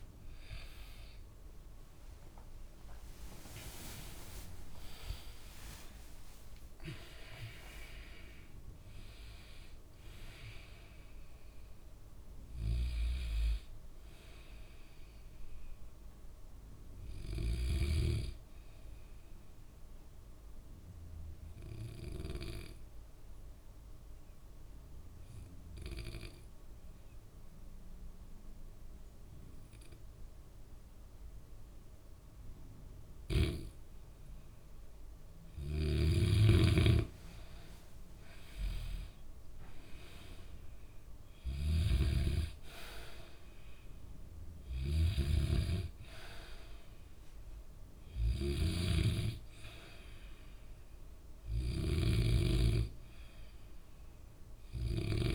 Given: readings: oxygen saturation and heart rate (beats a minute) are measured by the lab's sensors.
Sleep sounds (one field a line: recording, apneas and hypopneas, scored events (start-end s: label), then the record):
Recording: breathing in sleep by a room microphone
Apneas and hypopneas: 1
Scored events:
2.00-6.00 s: arousal
3.00-16.00 s: oxygen desaturation (device-marked, oxygen 95% before, 92% lowest, heart rate 70 before, 62 extreme)
20.50-36.50 s: hypopnea (oxygen 95% before, 92% lowest, heart rate 80 before, 63 extreme, up 9 after)
36.00-55.35 s: snoring (device-marked)
37.50-41.00 s: arousal
39.00-55.35 s: oxygen desaturation (device-marked, oxygen 98% before, 92% lowest, heart rate 64 before, 62 extreme)
From the record:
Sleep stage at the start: N2 (light sleep)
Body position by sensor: on the back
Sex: male